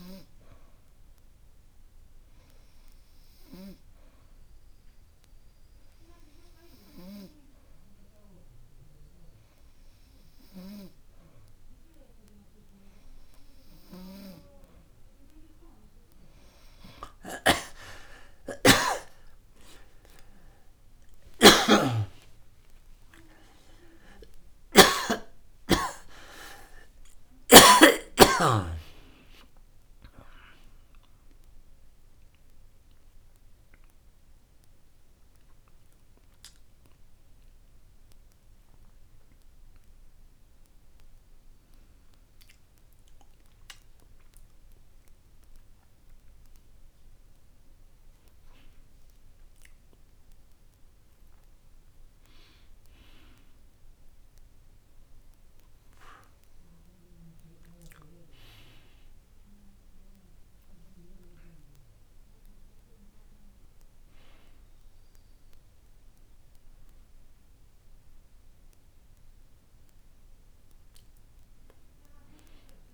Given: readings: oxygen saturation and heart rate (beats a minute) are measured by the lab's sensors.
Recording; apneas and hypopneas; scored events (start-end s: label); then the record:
a person awake in a sleep study, by a room microphone; none
21.50-26.00 s: snoring (device-marked)
30.00-72.94 s: new sleep stage, awake
From the record:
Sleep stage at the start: N2 (light sleep); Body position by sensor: on the back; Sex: male